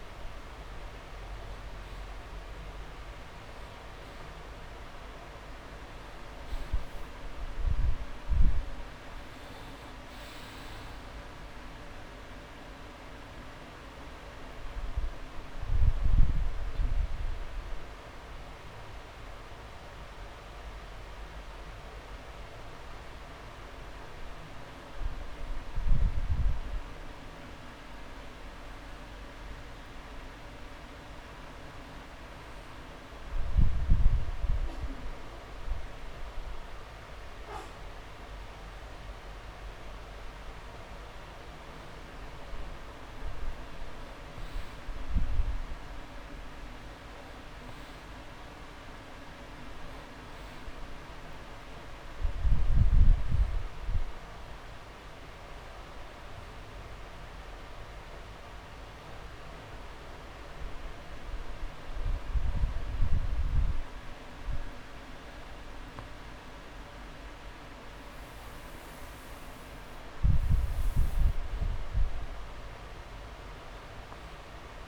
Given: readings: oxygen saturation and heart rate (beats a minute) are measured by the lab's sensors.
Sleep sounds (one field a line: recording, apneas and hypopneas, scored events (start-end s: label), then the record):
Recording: breathing in sleep, hard to hear, by a room microphone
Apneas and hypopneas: 1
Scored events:
1.00-3.00 s: long interval between heartbeats (device-marked)
11.00-14.50 s: arousal
20.50-37.00 s: hypopnea (oxygen 97% before, 94% lowest)
35.50-37.50 s: long interval between heartbeats (device-marked)
41.00-45.50 s: arousal
49.50-68.50 s: oxygen desaturation (device-marked, oxygen 98% before, 94% lowest)
From the record:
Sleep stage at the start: N2 (light sleep)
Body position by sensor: on the back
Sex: male